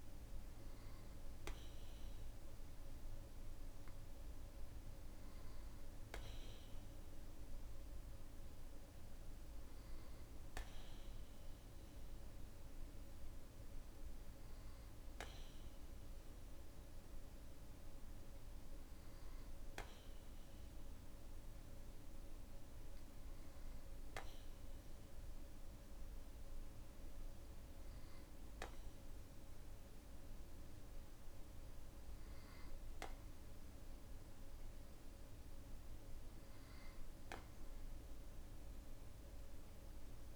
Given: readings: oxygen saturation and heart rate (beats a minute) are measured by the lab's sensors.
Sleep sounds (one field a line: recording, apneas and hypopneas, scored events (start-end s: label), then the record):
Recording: breathing in sleep, hard to hear, by a room microphone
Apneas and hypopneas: none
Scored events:
none scored
From the record:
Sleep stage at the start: N2 (light sleep)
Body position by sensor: on the back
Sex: male